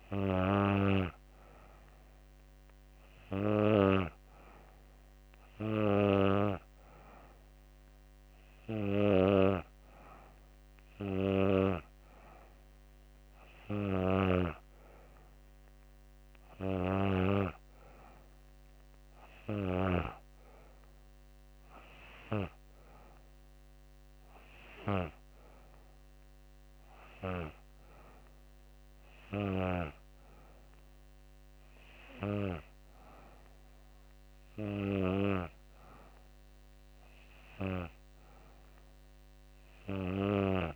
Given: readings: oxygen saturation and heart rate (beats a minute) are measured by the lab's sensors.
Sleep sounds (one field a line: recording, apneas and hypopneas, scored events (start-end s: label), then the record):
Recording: breathing in sleep by a microphone on the trachea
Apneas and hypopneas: none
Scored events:
none scored
From the record:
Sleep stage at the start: N2 (light sleep)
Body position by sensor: on the back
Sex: female